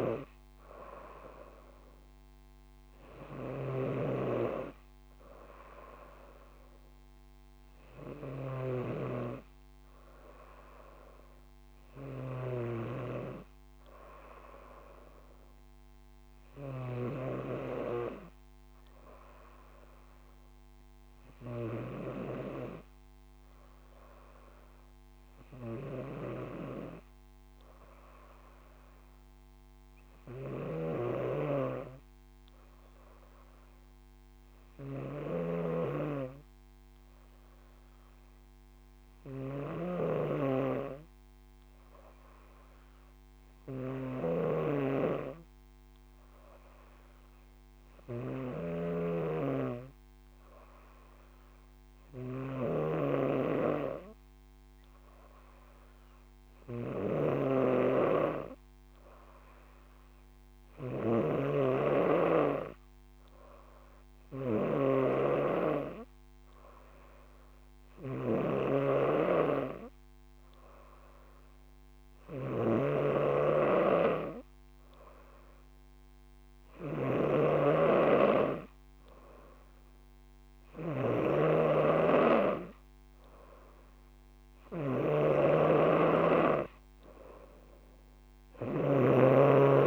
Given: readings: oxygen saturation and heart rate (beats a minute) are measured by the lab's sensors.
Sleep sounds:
breathing in sleep by a microphone on the trachea; 1
0.00-17.50 s: snoring (device-marked)
28.00-85.50 s: hypopnea (oxygen 99% before, 94% lowest, heart rate 62 before, 63 extreme, up 3 after)
31.00-89.50 s: snoring (device-marked)
From the record:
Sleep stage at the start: N2 (light sleep); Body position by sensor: on the front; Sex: female

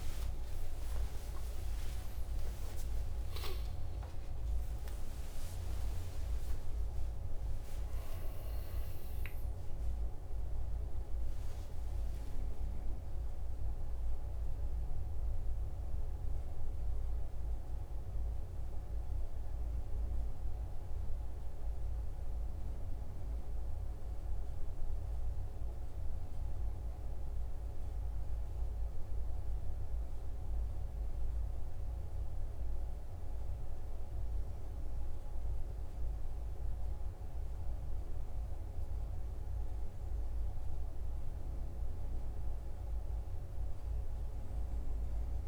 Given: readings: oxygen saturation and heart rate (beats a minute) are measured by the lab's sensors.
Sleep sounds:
a person awake in a sleep study, hard to hear, by a room microphone; none
none scored
From the record:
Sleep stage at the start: awake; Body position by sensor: on the right side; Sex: male

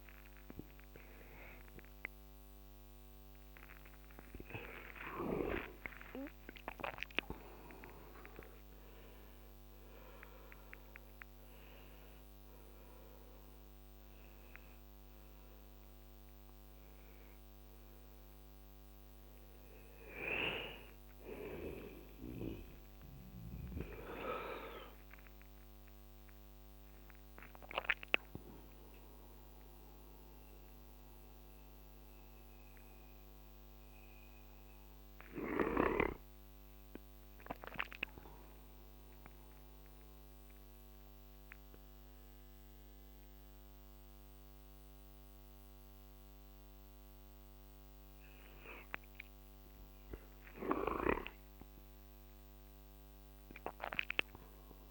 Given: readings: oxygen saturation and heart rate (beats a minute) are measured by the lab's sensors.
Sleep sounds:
a person awake in a sleep study, by a microphone on the trachea; none
49.00-54.91 s: new sleep stage, N1 (lightest sleep)
From the record:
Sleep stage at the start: awake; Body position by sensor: on the back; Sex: male

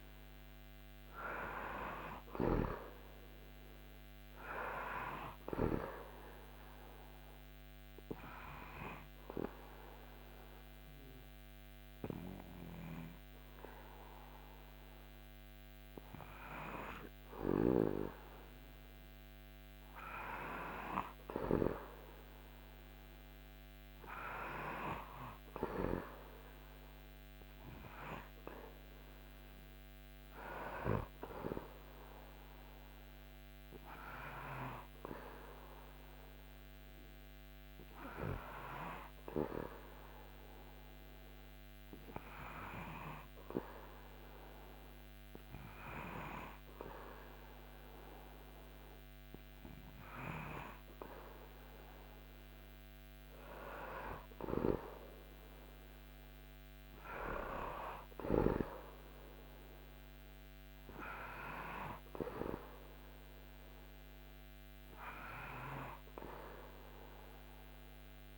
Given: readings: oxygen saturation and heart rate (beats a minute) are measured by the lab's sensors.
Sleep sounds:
breathing in sleep by a microphone on the trachea; none
0.00-16.50 s: oxygen desaturation (device-marked, oxygen 93% lowest, heart rate 78 extreme)
From the record:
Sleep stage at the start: N2 (light sleep); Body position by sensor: on the back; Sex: male

